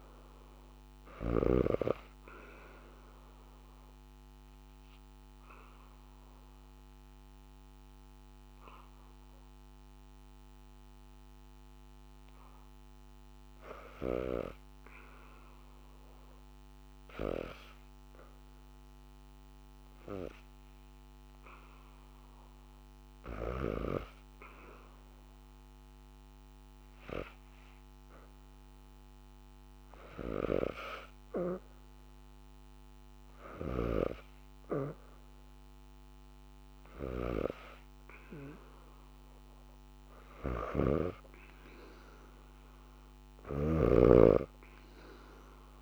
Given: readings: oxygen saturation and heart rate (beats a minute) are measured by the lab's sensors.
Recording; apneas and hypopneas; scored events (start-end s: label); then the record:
breathing in sleep by a microphone on the trachea; 1
0.00-1.00 s: snoring (device-marked)
1.50-13.50 s: obstructive apnea (oxygen 97% before, 87% lowest, heart rate 78 before, 71 extreme, up 0 after)
4.50-27.50 s: oxygen desaturation (device-marked, oxygen 97% before, 90% lowest, heart rate 77 before, 71 extreme)
17.50-21.50 s: arousal
29.50-45.82 s: oxygen desaturation (device-marked, oxygen 95% before, 87% lowest, heart rate 73 before, 72 extreme)
40.00-45.82 s: snoring (device-marked)
From the record:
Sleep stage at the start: REM sleep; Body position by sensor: on the back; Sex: female